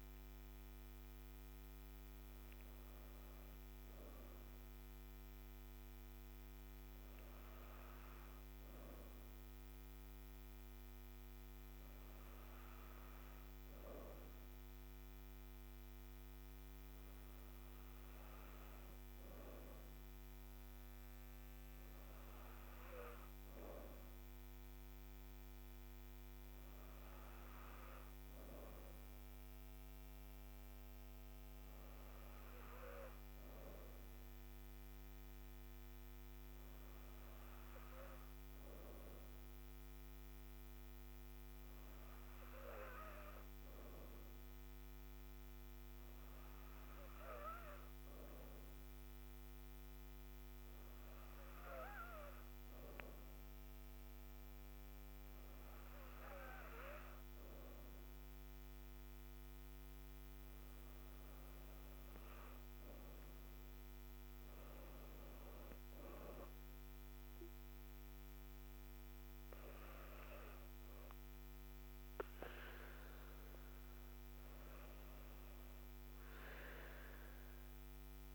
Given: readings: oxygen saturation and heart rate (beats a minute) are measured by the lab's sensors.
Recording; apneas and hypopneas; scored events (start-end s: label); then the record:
breathing in sleep by a microphone on the trachea; none
65.50-69.00 s: arousal
From the record:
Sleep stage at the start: N2 (light sleep); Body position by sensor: on the back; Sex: female